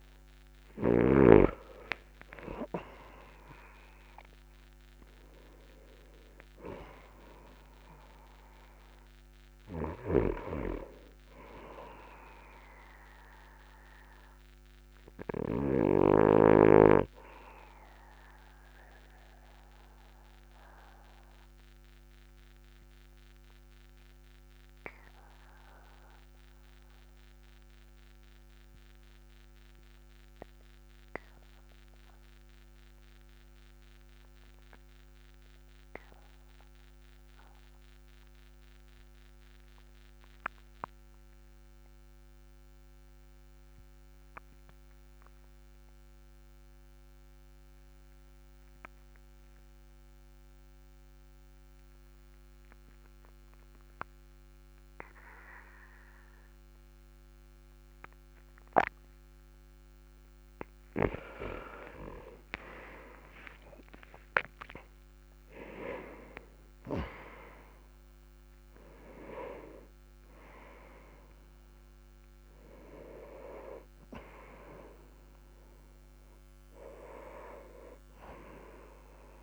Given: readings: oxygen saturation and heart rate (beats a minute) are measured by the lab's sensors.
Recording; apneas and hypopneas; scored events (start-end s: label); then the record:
breathing in sleep by a microphone on the trachea; 1
18.00-60.00 s: obstructive apnea (oxygen 100% before, 89% lowest, heart rate 47 before, 37 extreme, up 11 after)
62.50-79.42 s: new sleep stage, N1 (lightest sleep)
63.00-68.00 s: arousal
From the record:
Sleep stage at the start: N2 (light sleep); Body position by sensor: on the back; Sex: male